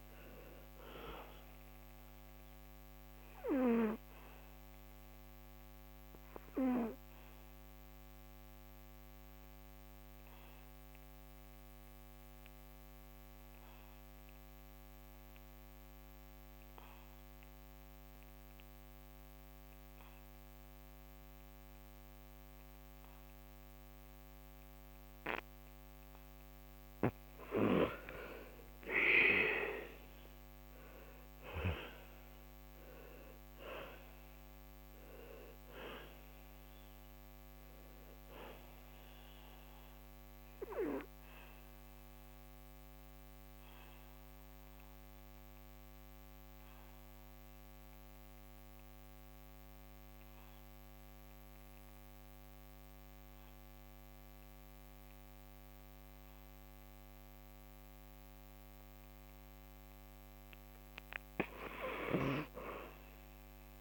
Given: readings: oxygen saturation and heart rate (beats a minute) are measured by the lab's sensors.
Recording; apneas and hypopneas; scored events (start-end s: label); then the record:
breathing in sleep by a microphone on the trachea; 2
0.00-13.50 s: oxygen desaturation (device-marked, oxygen 83% lowest, heart rate 68 extreme)
2.50-25.50 s: obstructive apnea (oxygen 98% before, 82% lowest, heart rate 75 before, 68 extreme, up 10 after)
24.50-56.50 s: oxygen desaturation (device-marked, oxygen 98% before, 82% lowest, heart rate 77 before, 73 extreme)
28.00-32.00 s: arousal
39.00-58.50 s: obstructive apnea (oxygen 98% before, 82% lowest, heart rate 75 before, 72 extreme, up 4 after)
58.50-63.81 s: oxygen desaturation (device-marked, oxygen 99% before, 85% lowest, heart rate 75 before, 70 extreme)
62.50-63.81 s: arousal
From the record:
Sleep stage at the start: N2 (light sleep); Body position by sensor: on the back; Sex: male